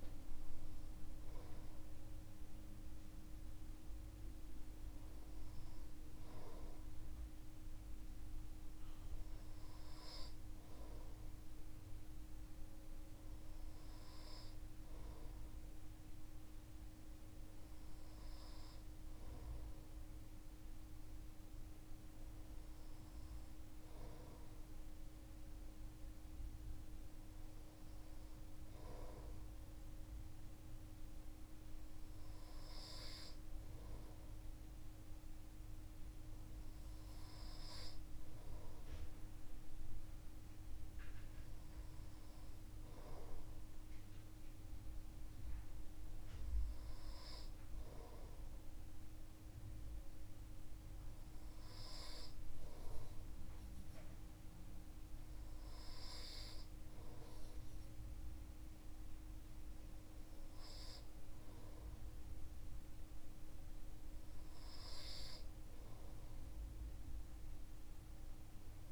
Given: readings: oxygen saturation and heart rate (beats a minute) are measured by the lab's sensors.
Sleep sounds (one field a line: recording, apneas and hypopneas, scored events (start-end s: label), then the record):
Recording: breathing in sleep, hard to hear, by a room microphone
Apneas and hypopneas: none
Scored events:
none scored
From the record:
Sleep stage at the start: N2 (light sleep)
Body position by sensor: on the right side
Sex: male